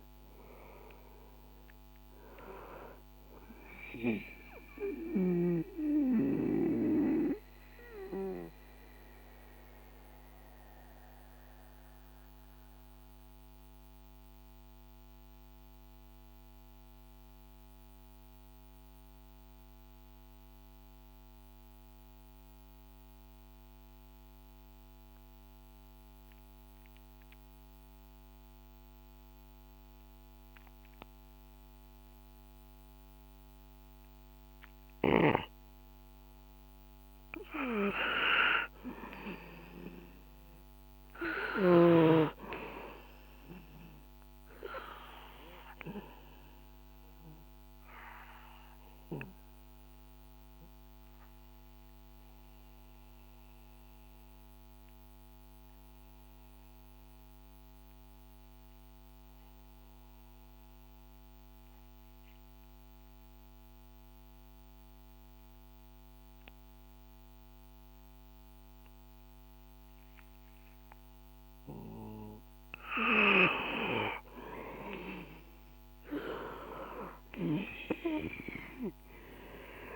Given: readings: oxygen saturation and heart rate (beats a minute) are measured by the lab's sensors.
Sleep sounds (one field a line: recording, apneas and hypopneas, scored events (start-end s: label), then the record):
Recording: breathing in sleep by a microphone on the trachea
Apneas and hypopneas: 2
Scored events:
5.50-33.50 s: mixed apnea (oxygen 98% before, 90% lowest, heart rate 67 before, 57 extreme, up 1 after)
36.00-41.00 s: arousal
40.50-61.50 s: oxygen desaturation (device-marked, oxygen 98% before, 92% lowest, heart rate 64 before, 61 extreme)
47.00-70.50 s: obstructive apnea (oxygen 99% before, 92% lowest, heart rate 65 before, 61 extreme, up 5 after)
73.50-79.96 s: oxygen desaturation (device-marked, oxygen 97% before, 93% lowest, heart rate 63 before, 62 extreme)
75.00-79.96 s: arousal
From the record:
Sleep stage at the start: N2 (light sleep)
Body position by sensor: on the back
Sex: male